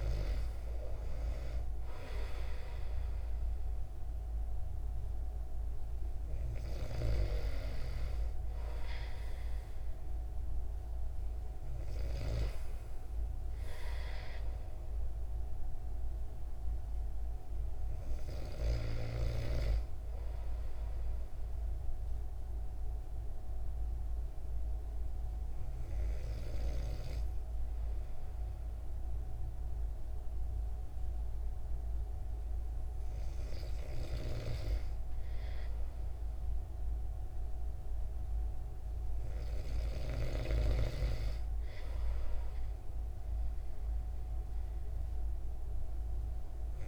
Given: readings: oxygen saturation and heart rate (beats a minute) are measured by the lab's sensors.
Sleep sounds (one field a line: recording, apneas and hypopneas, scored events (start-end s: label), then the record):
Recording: breathing in sleep by a room microphone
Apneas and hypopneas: 1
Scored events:
0.00-4.50 s: oxygen desaturation (device-marked, oxygen 93% lowest, heart rate 127 extreme)
21.50-35.00 s: hypopnea (oxygen 96% before, 95% lowest)
37.50-41.50 s: arousal
From the record:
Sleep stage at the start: N2 (light sleep)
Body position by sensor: on the back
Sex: male